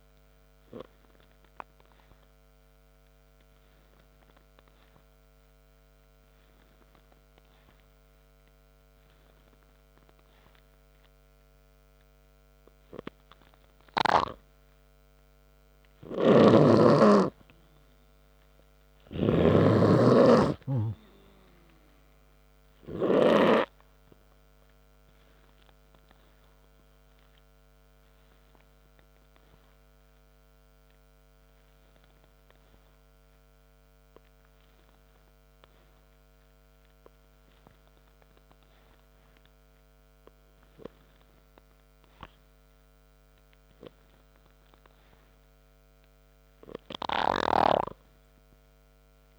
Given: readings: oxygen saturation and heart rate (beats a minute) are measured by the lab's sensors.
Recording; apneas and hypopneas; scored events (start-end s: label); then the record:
breathing in sleep by a microphone on the trachea; 2
1.00-16.00 s: obstructive apnea (oxygen 97% before, 93% lowest, heart rate 62 before, 59 extreme, up 10 after)
9.50-19.50 s: oxygen desaturation (device-marked, oxygen 96% before, 93% lowest, heart rate 63 before, 59 extreme)
18.50-21.00 s: arousal
29.50-42.00 s: obstructive apnea (oxygen 96% before, 92% lowest, heart rate 65 before, 58 extreme, up 21 after)
45.00-48.00 s: arousal
From the record:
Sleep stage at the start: N3 (deep sleep); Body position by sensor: on the back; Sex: male